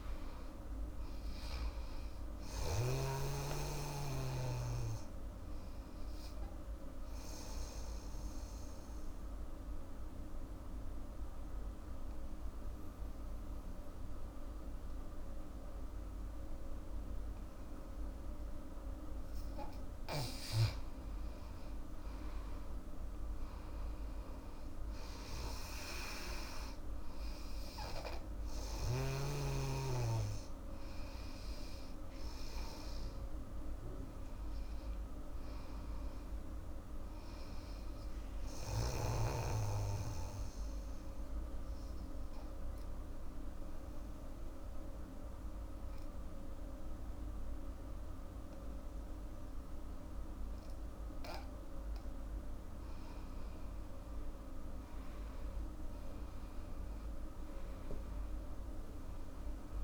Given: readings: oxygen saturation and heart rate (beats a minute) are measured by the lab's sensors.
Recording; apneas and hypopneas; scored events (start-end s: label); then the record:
breathing in sleep by a room microphone; 2
0.00-15.00 s: oxygen desaturation (device-marked, oxygen 89% lowest, heart rate 72 extreme)
7.00-20.50 s: obstructive apnea (oxygen 99% before, 85% lowest, heart rate 78 before, 72 extreme, up 13 after)
22.50-26.00 s: arousal
24.00-39.00 s: oxygen desaturation (device-marked, oxygen 99% before, 89% lowest, heart rate 75 before, 75 extreme)
38.00-51.00 s: obstructive apnea (oxygen 99% before, 85% lowest, heart rate 79 before, 75 extreme, up 10 after)
53.50-56.00 s: arousal
55.00-59.84 s: oxygen desaturation (device-marked, oxygen 98% before, 85% lowest, heart rate 79 before, 64 extreme)
From the record:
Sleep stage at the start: N2 (light sleep); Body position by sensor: on the back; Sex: female